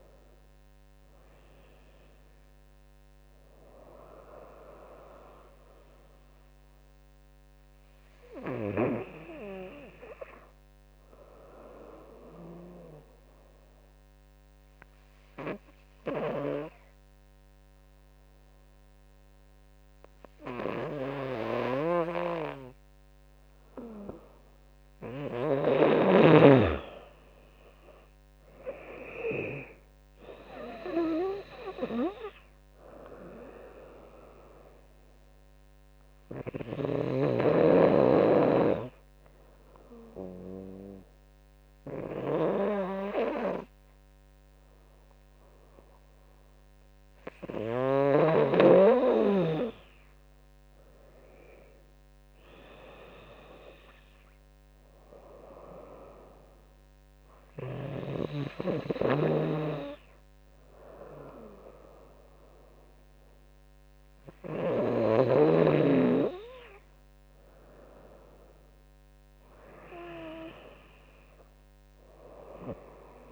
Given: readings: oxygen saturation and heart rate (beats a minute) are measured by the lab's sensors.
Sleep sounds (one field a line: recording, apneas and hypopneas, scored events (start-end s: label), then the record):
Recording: breathing in sleep by a microphone on the trachea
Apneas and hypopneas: 2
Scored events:
0.00-4.00 s: drop in pulse transit time (device-marked, heart rate 83 extreme)
0.00-14.00 s: oxygen desaturation (device-marked, oxygen 94% lowest, heart rate 68 extreme)
12.50-25.00 s: obstructive apnea (oxygen 97% before, 92% lowest, heart rate 80 before, 71 extreme, up 12 after)
21.50-25.50 s: snoring (device-marked)
26.50-29.50 s: arousal
27.00-38.00 s: drop in pulse transit time (device-marked, heart rate 73 before, 77 extreme)
27.00-46.00 s: oxygen desaturation (device-marked, oxygen 97% before, 92% lowest, heart rate 73 before, 72 extreme)
33.50-48.00 s: obstructive apnea (oxygen 98% before, 92% lowest, heart rate 76 before, 72 extreme, up 12 after)
36.50-48.00 s: snoring (device-marked)
49.50-53.00 s: arousal
51.00-62.00 s: drop in pulse transit time (device-marked, heart rate 78 before, 79 extreme)
From the record:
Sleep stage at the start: N2 (light sleep)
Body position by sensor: on the right side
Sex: female